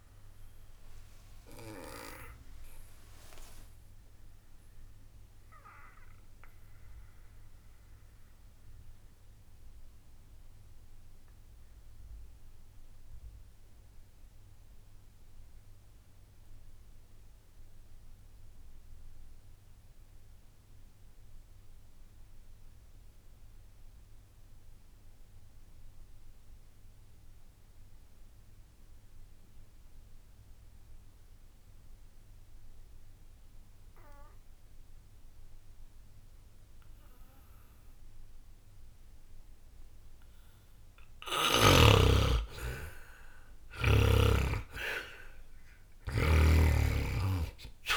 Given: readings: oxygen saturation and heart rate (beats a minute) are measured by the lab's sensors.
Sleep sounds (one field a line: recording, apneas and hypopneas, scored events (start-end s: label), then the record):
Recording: breathing in sleep by a room microphone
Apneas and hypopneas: 1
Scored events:
0.00-22.50 s: oxygen desaturation (device-marked, oxygen 78% lowest, heart rate 59 extreme)
1.50-39.50 s: obstructive apnea (oxygen 96% before, 78% lowest, heart rate 60 before, 59 extreme, up 1 after)
40.50-47.97 s: oxygen desaturation (device-marked, oxygen 98% before, 81% lowest, heart rate 61 before, 60 extreme)
46.50-47.97 s: snoring (device-marked)
From the record:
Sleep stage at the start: N2 (light sleep)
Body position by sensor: on the back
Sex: male